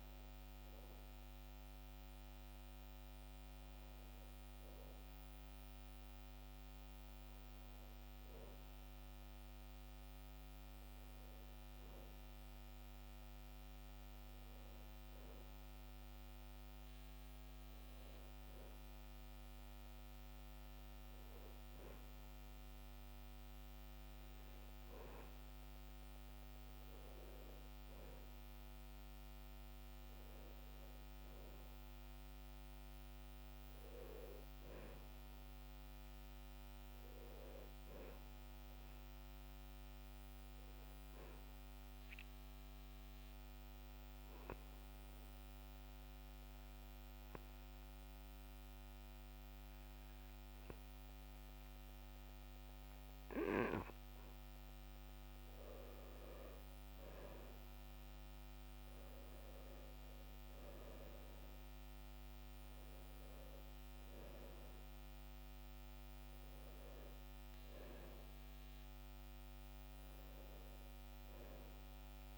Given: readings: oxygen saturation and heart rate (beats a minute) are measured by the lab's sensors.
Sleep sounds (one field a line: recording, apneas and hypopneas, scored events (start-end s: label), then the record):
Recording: breathing in sleep, hard to hear, by a microphone on the trachea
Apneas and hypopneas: 1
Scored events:
42.00-55.00 s: obstructive apnea (oxygen 97% before, 91% lowest, heart rate 70 before, 67 extreme, up 7 after)
44.50-72.38 s: new sleep stage, N2 (light sleep)
59.00-62.50 s: arousal
From the record:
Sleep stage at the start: REM sleep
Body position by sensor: on the back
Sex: male